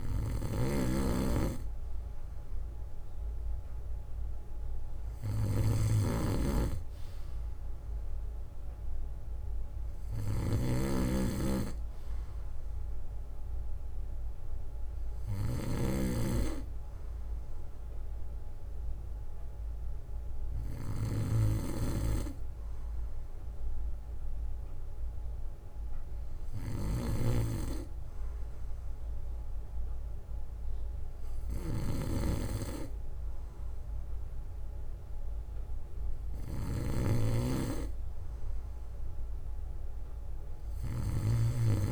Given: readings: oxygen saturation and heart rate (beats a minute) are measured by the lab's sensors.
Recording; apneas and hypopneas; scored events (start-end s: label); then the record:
breathing in sleep by a room microphone; none
0.50-41.92 s: snoring (device-marked)
15.50-17.50 s: bradycardia (device-marked, heart rate 62 before, 62 extreme)
19.50-21.50 s: bradycardia (device-marked, heart rate 62 before, 57 extreme)
22.50-25.50 s: bradycardia (device-marked, heart rate 62 before, 58 extreme)
27.50-29.50 s: bradycardia (device-marked, heart rate 62 before, 59 extreme)
31.50-33.50 s: bradycardia (device-marked, heart rate 62 before, 57 extreme)
40.50-41.92 s: bradycardia (device-marked, heart rate 62 before, 48 extreme)
From the record:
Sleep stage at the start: N2 (light sleep); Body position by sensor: on the back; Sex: male